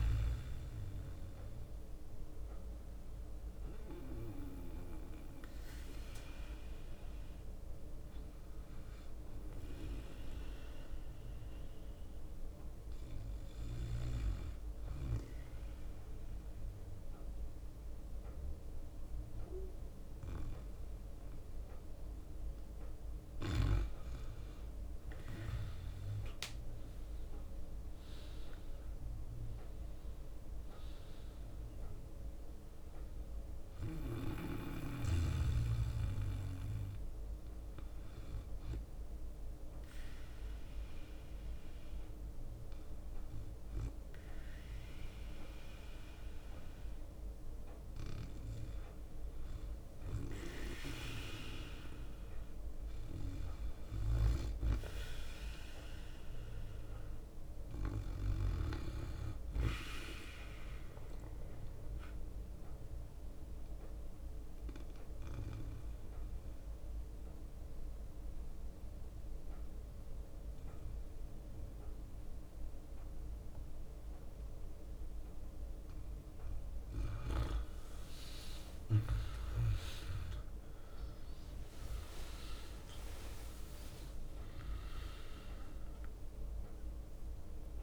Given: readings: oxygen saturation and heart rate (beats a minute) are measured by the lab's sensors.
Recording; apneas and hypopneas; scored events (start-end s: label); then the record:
breathing in sleep by a room microphone; 3
0.00-7.00 s: leg movement (device-marked)
0.00-7.00 s: oxygen desaturation (device-marked, oxygen 94% lowest, heart rate 58 extreme)
2.00-11.00 s: bradycardia (device-marked, heart rate 66 before, 58 extreme)
4.50-22.50 s: hypopnea (oxygen 100% before, 94% lowest, heart rate 65 before, 58 extreme, up 6 after)
5.00-26.00 s: drop in pulse transit time (device-marked, heart rate 65 before, 58 extreme)
24.00-45.00 s: oxygen desaturation (device-marked, oxygen 99% before, 94% lowest, heart rate 60 before, 58 extreme)
26.00-30.50 s: arousal
36.00-46.00 s: bradycardia (device-marked, heart rate 66 before, 58 extreme)
37.00-48.00 s: hypopnea (oxygen 99% before, 90% lowest, heart rate 63 before, 59 extreme, up 4 after)
41.00-53.00 s: drop in pulse transit time (device-marked, heart rate 62 before, 58 extreme)
45.50-53.50 s: leg movement (device-marked)
50.50-54.50 s: arousal
54.00-56.00 s: bradycardia (device-marked, heart rate 66 before, 61 extreme)
54.00-60.50 s: leg movement (device-marked)
61.00-76.00 s: obstructive apnea (oxygen 99% before, 90% lowest, heart rate 60 before, 59 extreme, up 48 after)
62.00-69.50 s: leg movement (device-marked)
70.00-72.00 s: bradycardia (device-marked, heart rate 66 before, 60 extreme)
71.00-80.00 s: leg movement (device-marked)
75.00-87.83 s: new sleep stage, awake
78.00-87.83 s: oxygen desaturation (device-marked, oxygen 97% before, 90% lowest, heart rate 60 before, 57 extreme)
80.00-87.83 s: tachycardia (device-marked, heart rate 66 before, 165 extreme)
82.50-84.50 s: long interval between heartbeats (device-marked, heart rate 61 before, 90 extreme)
85.50-87.50 s: long interval between heartbeats (device-marked, heart rate 67 before, 124 extreme)
From the record:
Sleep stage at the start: N2 (light sleep); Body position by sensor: on the back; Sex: male